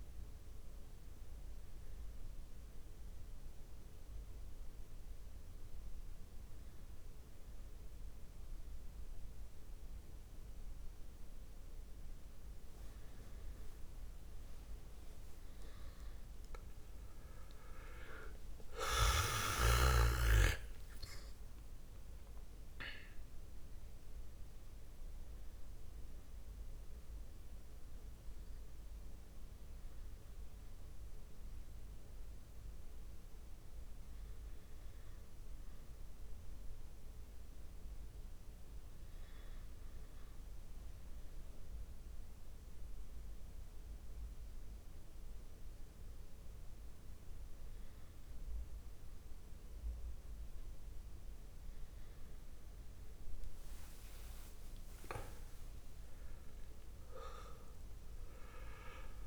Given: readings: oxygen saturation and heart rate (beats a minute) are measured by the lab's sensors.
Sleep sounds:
a person awake in a sleep study, by a room microphone; none
4.50-6.50 s: long interval between heartbeats (device-marked)
From the record:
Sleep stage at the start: awake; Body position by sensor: on the back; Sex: male

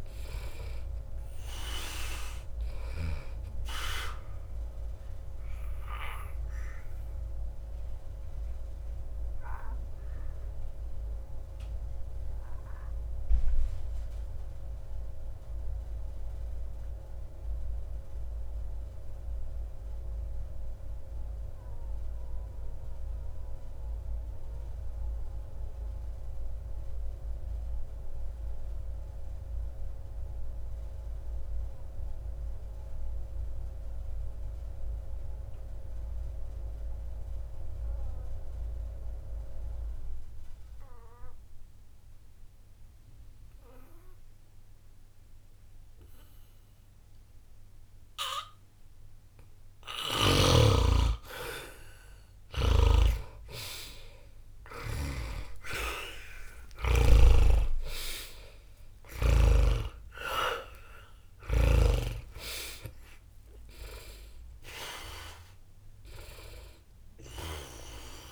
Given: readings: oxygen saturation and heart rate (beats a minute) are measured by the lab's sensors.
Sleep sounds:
breathing in sleep by a room microphone; 1
0.00-28.00 s: oxygen desaturation (device-marked, oxygen 73% lowest, heart rate 60 extreme)
6.50-48.50 s: obstructive apnea (oxygen 95% before, 73% lowest, heart rate 60 before, 60 extreme, up 0 after)
42.00-68.32 s: oxygen desaturation (device-marked, oxygen 99% before, 74% lowest, heart rate 60 before, 60 extreme)
51.00-55.00 s: arousal
52.50-57.50 s: snoring (device-marked)
From the record:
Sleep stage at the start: N2 (light sleep); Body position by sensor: on the back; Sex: male

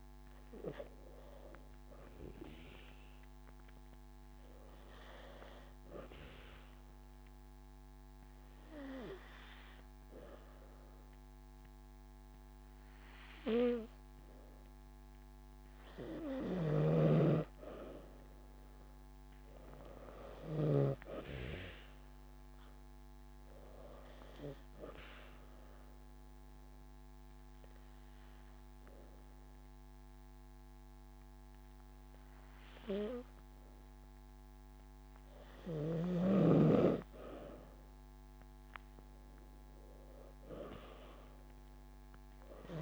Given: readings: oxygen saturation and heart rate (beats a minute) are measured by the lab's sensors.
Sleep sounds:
breathing in sleep by a microphone on the trachea; 2
7.00-17.00 s: obstructive apnea (oxygen 96% before, 93% lowest)
19.50-23.00 s: arousal
25.50-37.00 s: obstructive apnea (oxygen 96% before, 93% lowest)
33.50-35.50 s: long interval between heartbeats (device-marked)
38.50-41.50 s: arousal
From the record:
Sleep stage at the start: N2 (light sleep); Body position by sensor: on the back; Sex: female

